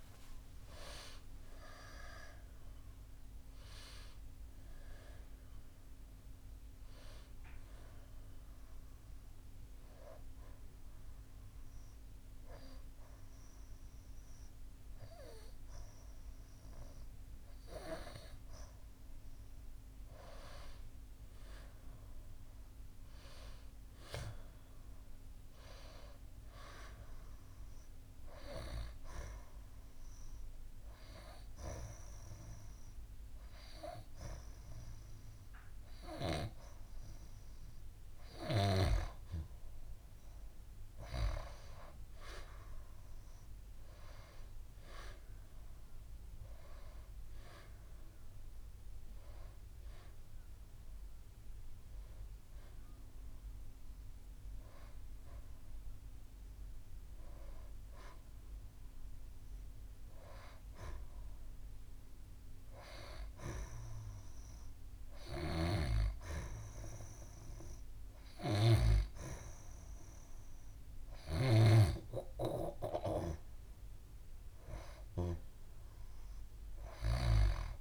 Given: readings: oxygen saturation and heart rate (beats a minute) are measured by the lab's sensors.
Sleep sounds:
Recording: breathing in sleep by a room microphone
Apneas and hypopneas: 2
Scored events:
10.00-20.50 s: obstructive apnea (oxygen 94% before, 88% lowest, heart rate 83 before, 71 extreme, up 8 after)
23.50-27.00 s: arousal
29.50-40.50 s: oxygen desaturation (device-marked, oxygen 94% before, 89% lowest, heart rate 75 before, 74 extreme)
30.00-40.50 s: hypopnea (oxygen 94% before, 88% lowest, heart rate 75 before, 74 extreme, up 4 after)
43.00-47.50 s: arousal
48.50-61.50 s: oxygen desaturation (device-marked, oxygen 93% before, 88% lowest, heart rate 78 before, 74 extreme)
From the record:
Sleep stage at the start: N2 (light sleep)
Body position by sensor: on the back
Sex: female

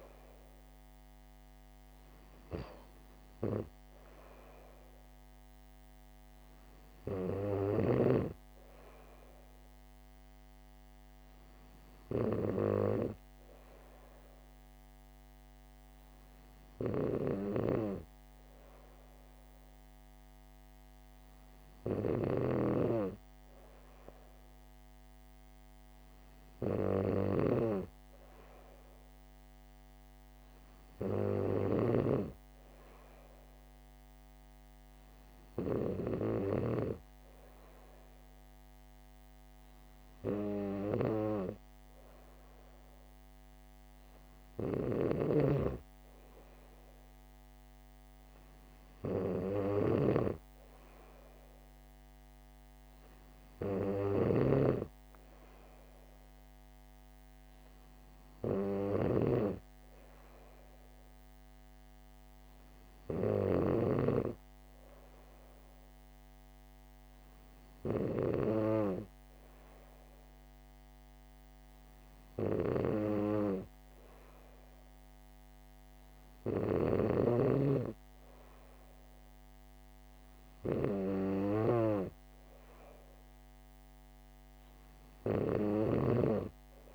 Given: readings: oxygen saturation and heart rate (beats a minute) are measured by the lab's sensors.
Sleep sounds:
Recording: breathing in sleep by a microphone on the trachea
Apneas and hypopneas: none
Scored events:
45.50-64.50 s: snoring (device-marked)
From the record:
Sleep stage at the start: N3 (deep sleep)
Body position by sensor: on the back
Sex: female

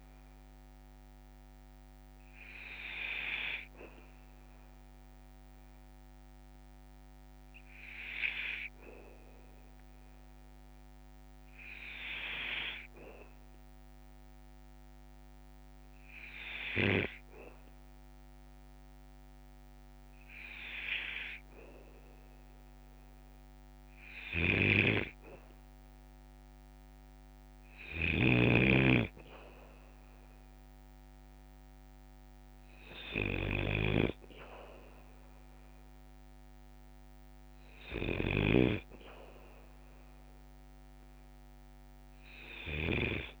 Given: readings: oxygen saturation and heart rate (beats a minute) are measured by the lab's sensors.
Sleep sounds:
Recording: breathing in sleep by a microphone on the trachea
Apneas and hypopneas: 1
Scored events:
5.00-23.00 s: hypopnea (oxygen 97% before, 94% lowest, heart rate 56 before, 54 extreme, up 4 after)
24.00-43.40 s: snoring (device-marked)
25.00-28.50 s: arousal
From the record:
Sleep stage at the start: N2 (light sleep)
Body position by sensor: on the back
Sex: male

